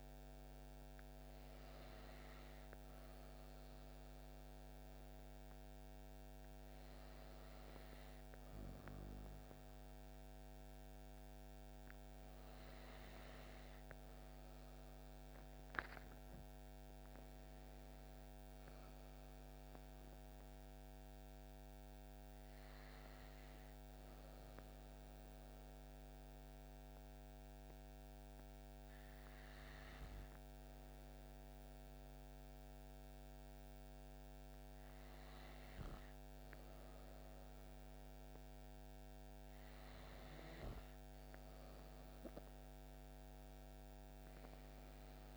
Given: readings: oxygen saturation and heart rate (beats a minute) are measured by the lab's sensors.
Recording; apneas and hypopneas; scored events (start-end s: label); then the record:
breathing in sleep, hard to hear, by a microphone on the trachea; 1
0.00-11.00 s: oxygen desaturation (device-marked, oxygen 90% lowest)
15.50-19.00 s: arousal
23.50-36.50 s: hypopnea (oxygen 95% before, 86% lowest)
From the record:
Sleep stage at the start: N2 (light sleep); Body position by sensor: on the back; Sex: female